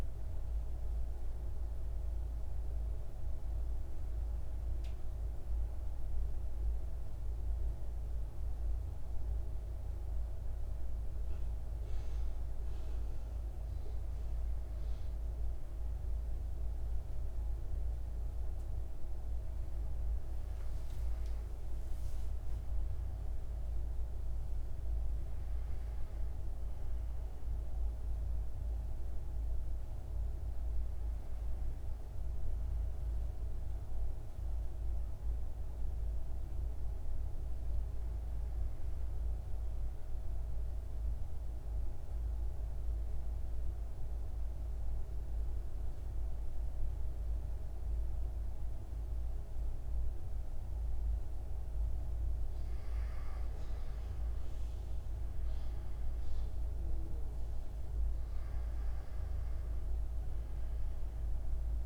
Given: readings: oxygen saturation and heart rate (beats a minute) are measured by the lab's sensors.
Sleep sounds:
breathing in sleep, hard to hear, by a room microphone; 1
0.00-3.00 s: oxygen desaturation (device-marked, oxygen 96% before, 92% lowest, heart rate 63 before, 62 extreme)
22.50-26.00 s: arousal
30.00-61.86 s: new sleep stage, N2 (light sleep)
40.50-52.50 s: central apnea (oxygen 98% before, 91% lowest, heart rate 65 before, 57 extreme, up 3 after)
53.00-61.86 s: oxygen desaturation (device-marked, oxygen 97% before, 91% lowest, heart rate 60 before, 57 extreme)
54.00-57.50 s: arousal
From the record:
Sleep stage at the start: N1 (lightest sleep); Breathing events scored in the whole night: 528 in 6.7 hours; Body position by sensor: on the right side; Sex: male

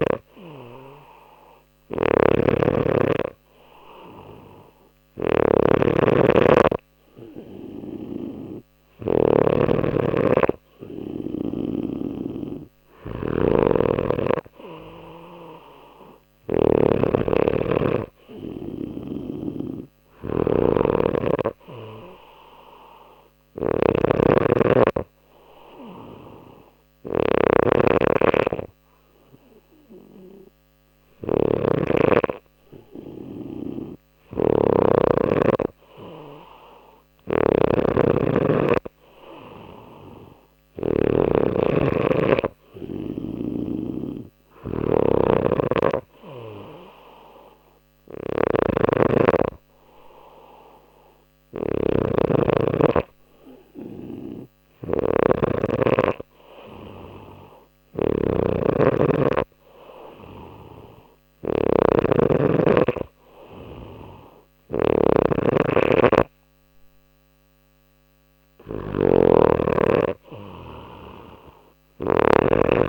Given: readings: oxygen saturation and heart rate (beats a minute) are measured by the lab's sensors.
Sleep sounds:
breathing in sleep by a microphone on the trachea; none
0.00-9.00 s: snoring (device-marked)
18.50-41.00 s: snoring (device-marked)
43.00-72.89 s: snoring (device-marked)
From the record:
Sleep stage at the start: N2 (light sleep); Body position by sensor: on the back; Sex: male

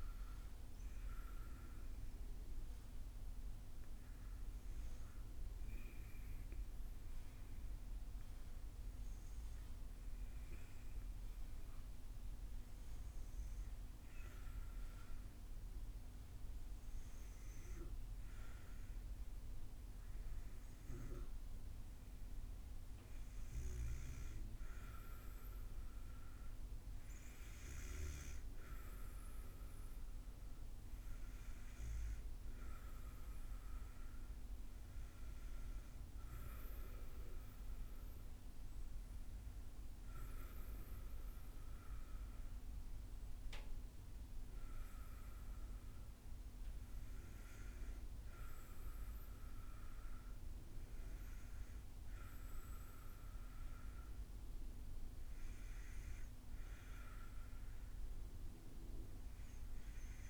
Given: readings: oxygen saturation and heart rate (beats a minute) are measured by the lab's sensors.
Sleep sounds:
breathing in sleep, hard to hear, by a room microphone; 1
3.00-21.00 s: hypopnea (oxygen 94% before, 91% lowest, heart rate 69 before, 60 extreme, up 4 after)
22.00-25.00 s: arousal
From the record:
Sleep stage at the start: N2 (light sleep); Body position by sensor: on the back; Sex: female

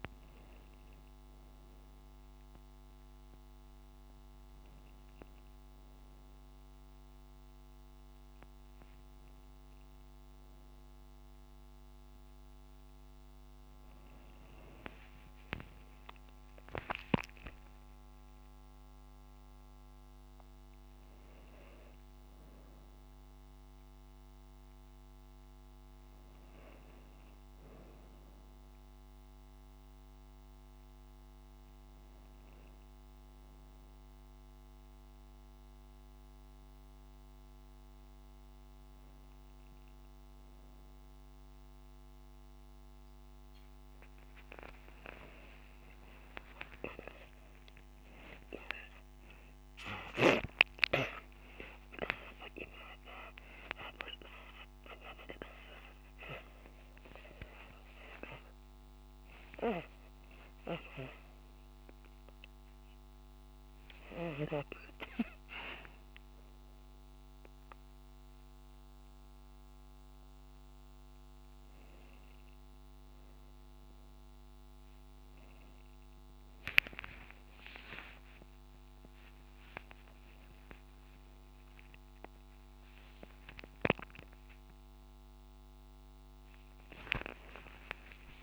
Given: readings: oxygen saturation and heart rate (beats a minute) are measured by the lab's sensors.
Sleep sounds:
a person partly awake in a sleep study, by a microphone on the trachea; none
44.00-46.00 s: long interval between heartbeats (device-marked)
46.00-48.00 s: long interval between heartbeats (device-marked)
52.00-54.00 s: long interval between heartbeats (device-marked)
52.50-88.43 s: new sleep stage, awake
62.00-64.00 s: long interval between heartbeats (device-marked)
78.00-80.00 s: long interval between heartbeats (device-marked)
80.50-82.50 s: long interval between heartbeats (device-marked)
From the record:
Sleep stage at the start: N2 (light sleep); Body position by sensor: on the right side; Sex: female

